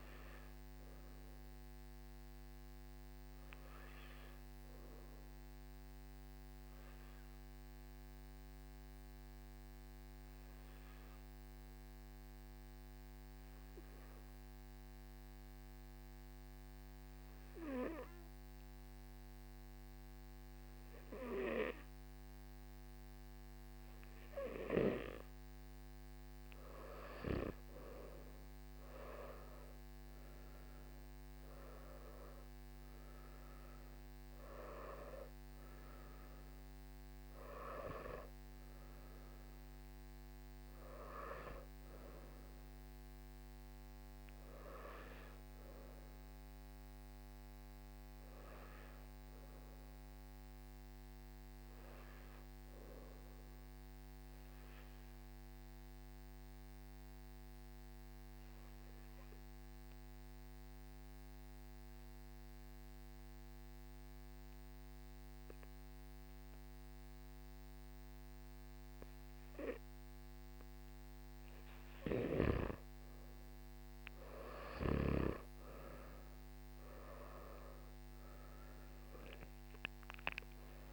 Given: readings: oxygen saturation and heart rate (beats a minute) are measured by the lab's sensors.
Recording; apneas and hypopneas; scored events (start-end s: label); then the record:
breathing in sleep by a microphone on the trachea; 2
0.00-7.00 s: oxygen desaturation (device-marked, oxygen 92% lowest, heart rate 53 extreme)
5.50-25.00 s: obstructive apnea (oxygen 98% before, 90% lowest, heart rate 59 before, 52 extreme, up 13 after)
24.00-80.93 s: new sleep stage, N3 (deep sleep)
30.00-45.00 s: oxygen desaturation (device-marked, oxygen 97% before, 90% lowest, heart rate 58 before, 52 extreme)
53.00-71.50 s: obstructive apnea (oxygen 96% before, 88% lowest, heart rate 58 before, 53 extreme, up 14 after)
72.00-80.93 s: oxygen desaturation (device-marked, oxygen 98% before, 88% lowest, heart rate 56 before, 52 extreme)
From the record:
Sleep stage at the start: N1 (lightest sleep); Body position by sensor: on the back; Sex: male